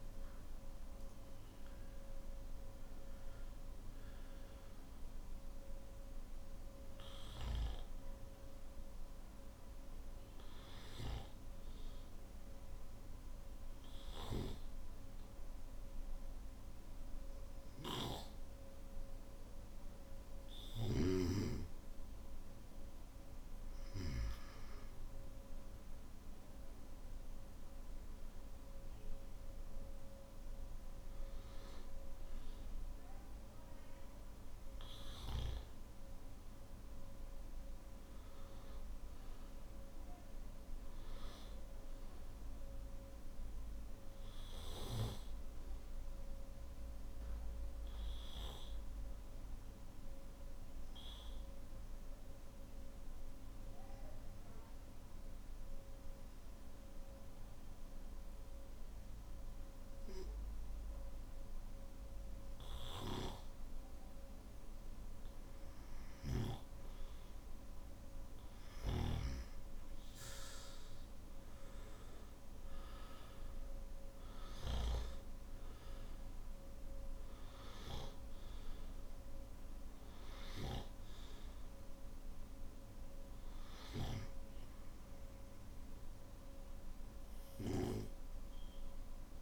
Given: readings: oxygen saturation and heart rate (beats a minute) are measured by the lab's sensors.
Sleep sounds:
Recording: breathing in sleep by a room microphone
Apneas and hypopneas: 1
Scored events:
52.00-64.00 s: obstructive apnea (oxygen 98% before, 93% lowest, heart rate 55 before, 52 extreme, up 3 after)
69.00-89.42 s: oxygen desaturation (device-marked, oxygen 97% before, 93% lowest, heart rate 55 before, 52 extreme)
From the record:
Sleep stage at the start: N2 (light sleep)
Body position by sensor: on the back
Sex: male

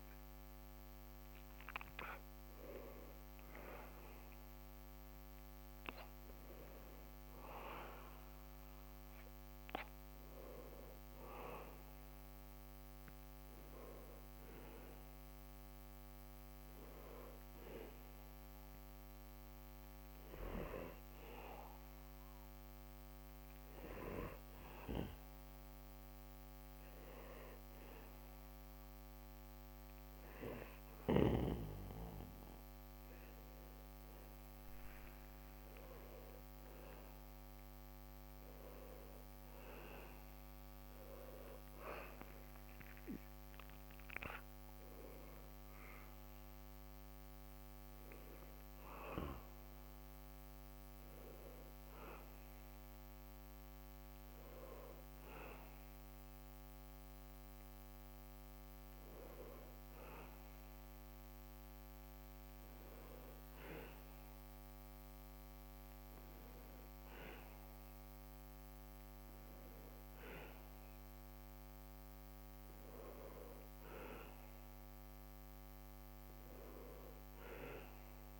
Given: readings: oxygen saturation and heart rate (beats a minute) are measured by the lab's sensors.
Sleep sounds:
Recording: breathing in sleep by a microphone on the trachea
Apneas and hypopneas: 1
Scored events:
14.50-35.50 s: hypopnea (oxygen 99% before, 94% lowest, heart rate 90 before, 71 extreme, up 11 after)
38.00-43.50 s: arousal
From the record:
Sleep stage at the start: N2 (light sleep)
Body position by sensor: on the back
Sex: male

